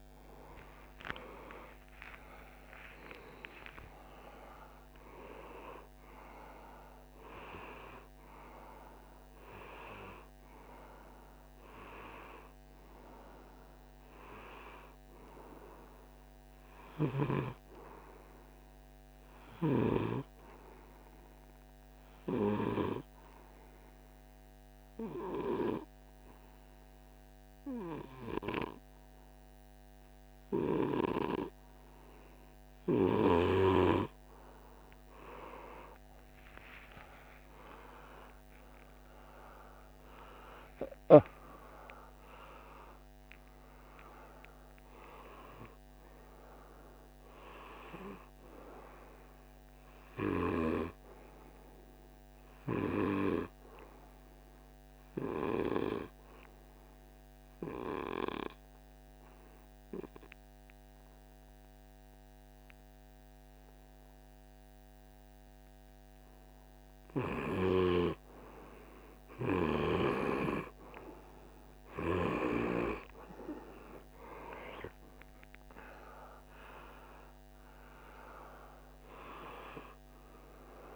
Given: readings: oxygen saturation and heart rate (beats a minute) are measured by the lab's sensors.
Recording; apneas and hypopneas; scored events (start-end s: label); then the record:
breathing in sleep by a microphone on the trachea; 2
0.00-4.00 s: arousal
20.50-35.00 s: hypopnea (oxygen 97% before, 95% lowest, heart rate 58 before, 47 extreme, up 6 after)
36.00-41.50 s: arousal
57.00-67.50 s: obstructive apnea (oxygen 98% before, 95% lowest, heart rate 52 before, 49 extreme, up 1 after)
69.00-73.00 s: arousal
From the record:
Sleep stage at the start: N2 (light sleep); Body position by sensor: on the right side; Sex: male